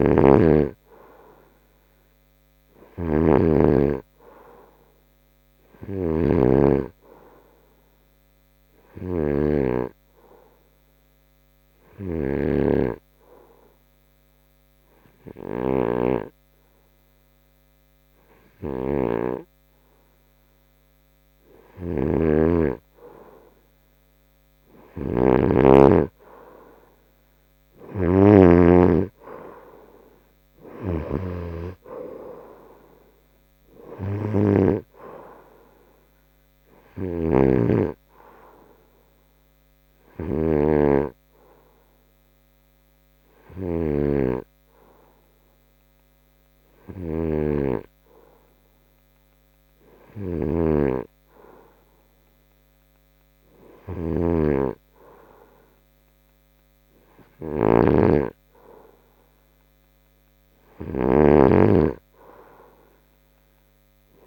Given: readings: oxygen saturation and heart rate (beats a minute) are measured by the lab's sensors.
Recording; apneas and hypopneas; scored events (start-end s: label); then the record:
breathing in sleep by a microphone on the trachea; 1
12.00-23.00 s: hypopnea (oxygen 92% before, 90% lowest, heart rate 73 before, 70 extreme, up 3 after)
27.00-31.00 s: arousal
From the record:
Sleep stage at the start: N2 (light sleep); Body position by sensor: on the front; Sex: male